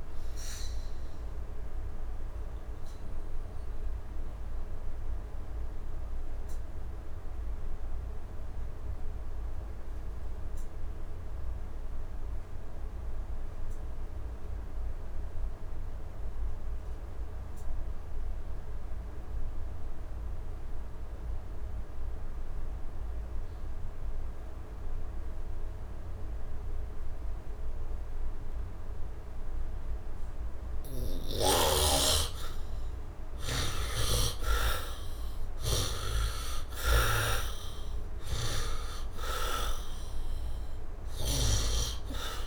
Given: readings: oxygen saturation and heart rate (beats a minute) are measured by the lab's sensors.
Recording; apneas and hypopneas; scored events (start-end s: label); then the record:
breathing in sleep by a room microphone; 1
0.00-16.50 s: oxygen desaturation (device-marked, oxygen 65% lowest, heart rate 65 extreme)
5.50-31.50 s: obstructive apnea (oxygen 99% before, 61% lowest, heart rate 78 before, 69 extreme, up 8 after)
18.50-42.46 s: oxygen desaturation (device-marked, oxygen 98% before, 61% lowest, heart rate 71 before, 71 extreme)
33.50-42.46 s: snoring (device-marked)
From the record:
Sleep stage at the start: N2 (light sleep); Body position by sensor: on the back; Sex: male